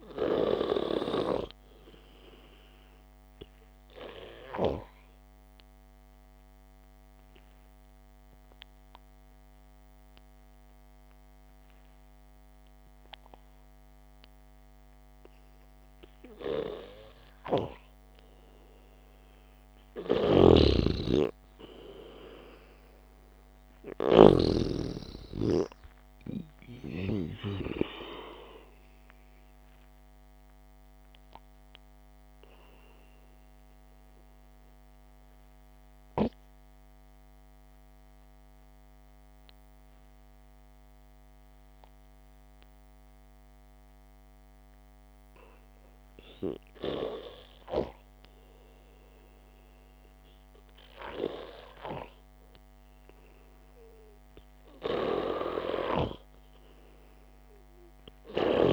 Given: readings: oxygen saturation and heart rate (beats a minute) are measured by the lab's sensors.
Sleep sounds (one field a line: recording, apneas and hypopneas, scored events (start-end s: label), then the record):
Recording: breathing in sleep by a microphone on the trachea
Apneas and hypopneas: 2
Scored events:
6.00-17.00 s: obstructive apnea (oxygen 97% before, 92% lowest, heart rate 62 before, 55 extreme, up 5 after)
18.50-28.50 s: oxygen desaturation (device-marked, oxygen 96% before, 92% lowest, heart rate 57 before, 55 extreme)
20.50-25.00 s: snoring (device-marked)
21.00-26.00 s: arousal
34.00-46.50 s: obstructive apnea (oxygen 97% before, 90% lowest, heart rate 59 before, 56 extreme, up 7 after)
42.50-52.50 s: oxygen desaturation (device-marked, oxygen 95% before, 92% lowest, heart rate 62 before, 55 extreme)
From the record:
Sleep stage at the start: N2 (light sleep)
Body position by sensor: on the back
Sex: male